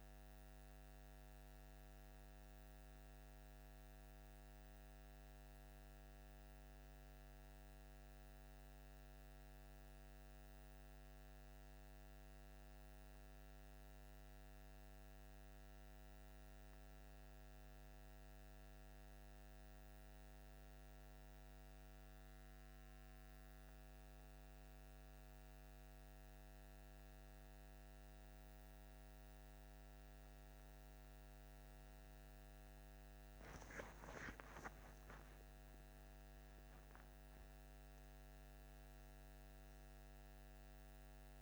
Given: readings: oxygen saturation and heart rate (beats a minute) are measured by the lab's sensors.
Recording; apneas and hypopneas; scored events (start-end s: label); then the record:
breathing in sleep, hard to hear, by a microphone on the trachea; none
34.50-38.50 s: arousal
35.50-37.50 s: long interval between heartbeats (device-marked, heart rate 58 before, 72 extreme)
From the record:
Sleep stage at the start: N2 (light sleep); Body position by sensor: on the left side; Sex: male